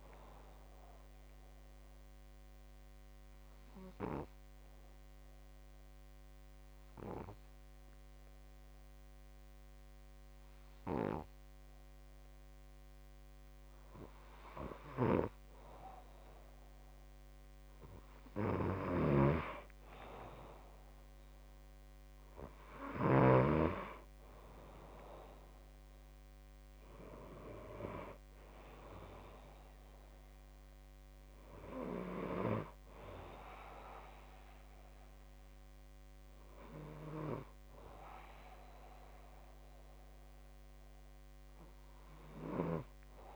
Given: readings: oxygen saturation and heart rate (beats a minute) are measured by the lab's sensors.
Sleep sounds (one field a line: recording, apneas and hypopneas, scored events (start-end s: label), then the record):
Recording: breathing in sleep by a microphone on the trachea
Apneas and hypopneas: 1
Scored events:
3.50-15.50 s: hypopnea (oxygen 97% before, 94% lowest, heart rate 62 before, 58 extreme, up 1 after)
17.50-21.00 s: arousal
From the record:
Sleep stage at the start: N2 (light sleep)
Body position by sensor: on the back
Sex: male